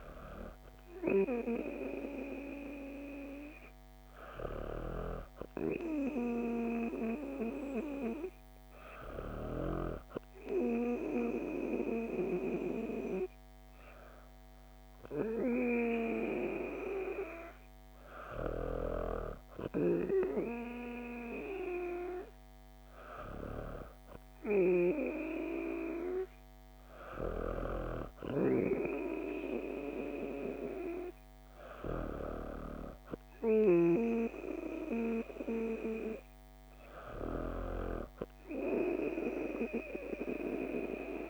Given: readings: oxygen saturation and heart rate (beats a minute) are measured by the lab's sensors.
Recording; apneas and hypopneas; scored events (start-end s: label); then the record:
breathing in sleep by a microphone on the trachea; none
none scored
From the record:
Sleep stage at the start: N2 (light sleep); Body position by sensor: on the back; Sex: female